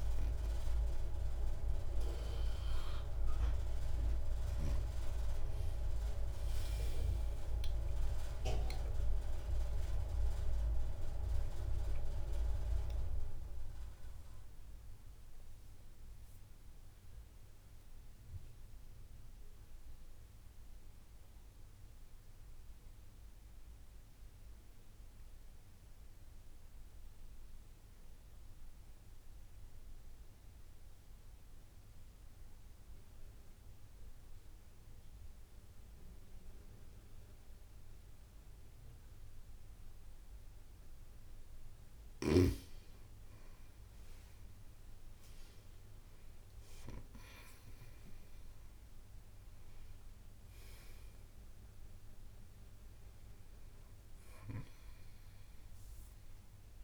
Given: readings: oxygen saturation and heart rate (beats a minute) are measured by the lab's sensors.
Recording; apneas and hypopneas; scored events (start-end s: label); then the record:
breathing in sleep by a room microphone; 1
0.00-24.00 s: oxygen desaturation (device-marked, oxygen 92% lowest)
6.00-10.50 s: arousal
7.00-9.00 s: long interval between heartbeats (device-marked)
13.00-15.00 s: long interval between heartbeats (device-marked)
15.50-41.00 s: mixed apnea (oxygen 96% before, 92% lowest)
43.00-47.00 s: arousal
43.50-45.50 s: long interval between heartbeats (device-marked)
47.00-49.00 s: long interval between heartbeats (device-marked)
50.00-56.84 s: oxygen desaturation (device-marked, oxygen 97% before, 93% lowest)
50.50-52.50 s: long interval between heartbeats (device-marked)
From the record:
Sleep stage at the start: N2 (light sleep); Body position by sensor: on the right side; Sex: female